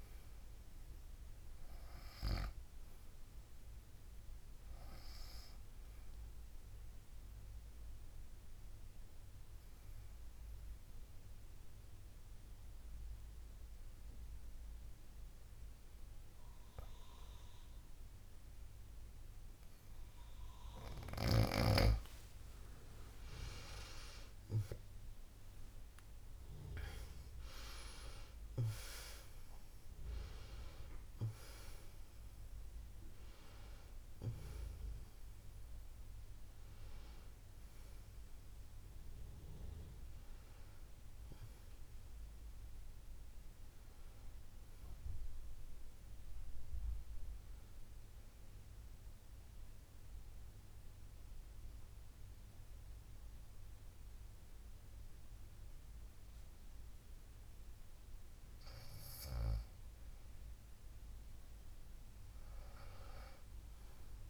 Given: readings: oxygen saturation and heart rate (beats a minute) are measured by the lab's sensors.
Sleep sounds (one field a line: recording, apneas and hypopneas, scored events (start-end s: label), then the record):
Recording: breathing in sleep by a room microphone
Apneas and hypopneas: 2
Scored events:
8.00-21.00 s: obstructive apnea (oxygen 97% before, 90% lowest, heart rate 56 before, 54 extreme, up 22 after)
24.00-29.50 s: arousal
26.00-54.00 s: oxygen desaturation (device-marked, oxygen 96% before, 90% lowest, heart rate 59 before, 51 extreme)
49.50-59.50 s: obstructive apnea (oxygen 96% before, 90% lowest, heart rate 63 before, 51 extreme, up 4 after)
60.50-63.50 s: arousal
From the record:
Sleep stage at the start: N2 (light sleep)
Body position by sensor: on the back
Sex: female